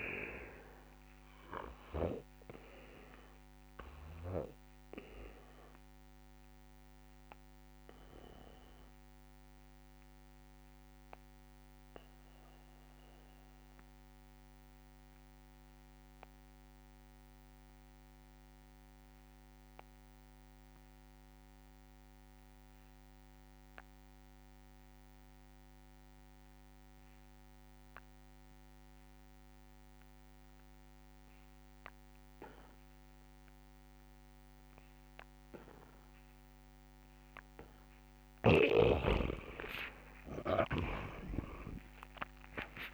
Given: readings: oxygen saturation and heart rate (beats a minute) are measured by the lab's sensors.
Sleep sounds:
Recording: breathing in sleep by a microphone on the trachea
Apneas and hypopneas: 1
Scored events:
0.00-2.00 s: snoring (device-marked)
0.00-13.00 s: oxygen desaturation (device-marked, oxygen 83% lowest, heart rate 67 extreme)
1.50-36.50 s: obstructive apnea (oxygen 99% before, 83% lowest, heart rate 78 before, 67 extreme, up 22 after)
27.00-42.93 s: oxygen desaturation (device-marked, oxygen 99% before, 89% lowest, heart rate 71 before, 68 extreme)
39.50-42.93 s: arousal
40.50-42.93 s: snoring (device-marked)
From the record:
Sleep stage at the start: N2 (light sleep)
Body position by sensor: on the back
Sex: male

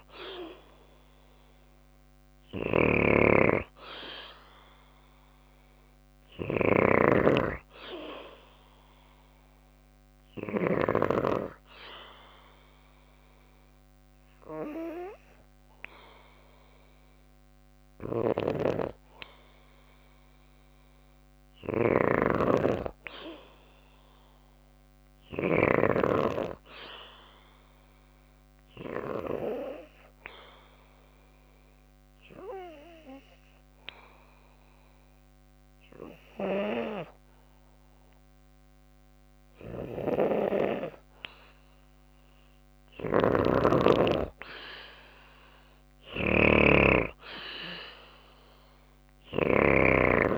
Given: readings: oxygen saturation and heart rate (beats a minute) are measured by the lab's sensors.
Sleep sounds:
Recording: breathing in sleep by a microphone on the trachea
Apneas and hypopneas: 2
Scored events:
0.00-3.00 s: arousal
0.00-10.00 s: snoring (device-marked)
7.50-17.50 s: obstructive apnea (oxygen 96% before, 93% lowest, heart rate 57 before, 54 extreme, up 3 after)
20.50-25.00 s: snoring (device-marked)
21.00-25.00 s: arousal
31.50-43.00 s: obstructive apnea (oxygen 96% before, 93% lowest, heart rate 56 before, 55 extreme, up 4 after)
42.00-49.00 s: snoring (device-marked)
47.00-50.00 s: arousal
From the record:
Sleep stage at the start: N2 (light sleep)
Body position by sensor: on the back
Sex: female

